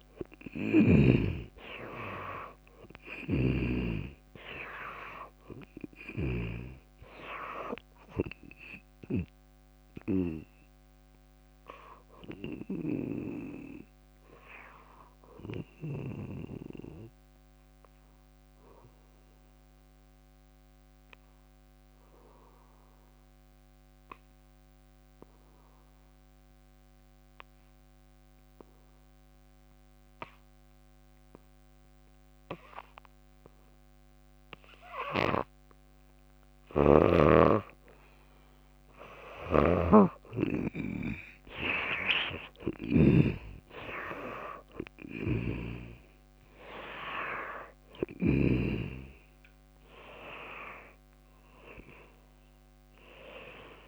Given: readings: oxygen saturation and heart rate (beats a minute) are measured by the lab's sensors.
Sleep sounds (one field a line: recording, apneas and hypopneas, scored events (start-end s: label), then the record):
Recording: breathing in sleep by a microphone on the trachea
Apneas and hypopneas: 1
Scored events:
0.00-1.00 s: long interval between heartbeats (device-marked, heart rate 86 extreme)
0.00-1.00 s: snoring (device-marked)
0.00-21.00 s: oxygen desaturation (device-marked, oxygen 77% lowest, heart rate 54 extreme)
3.00-6.50 s: snoring (device-marked)
12.50-16.00 s: snoring (device-marked)
16.00-36.00 s: obstructive apnea (oxygen 97% before, 80% lowest, heart rate 73 before, 55 extreme, up 11 after)
34.00-53.88 s: oxygen desaturation (device-marked, oxygen 98% before, 80% lowest, heart rate 56 before, 64 extreme)
39.00-43.00 s: snoring (device-marked)
45.00-48.50 s: snoring (device-marked)
45.00-53.88 s: new sleep stage, awake
47.50-49.50 s: long interval between heartbeats (device-marked, heart rate 62 before, 78 extreme)
From the record:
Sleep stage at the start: N2 (light sleep)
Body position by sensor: on the back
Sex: female